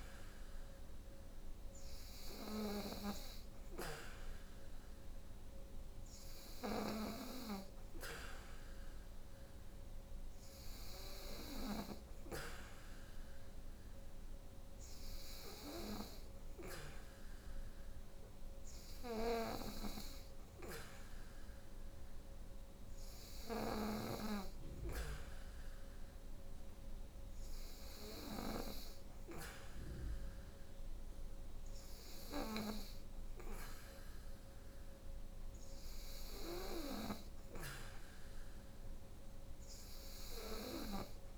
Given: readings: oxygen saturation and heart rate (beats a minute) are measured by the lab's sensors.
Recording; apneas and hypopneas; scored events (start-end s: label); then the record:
breathing in sleep by a room microphone; none
none scored
From the record:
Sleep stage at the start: N3 (deep sleep); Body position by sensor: on the back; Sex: female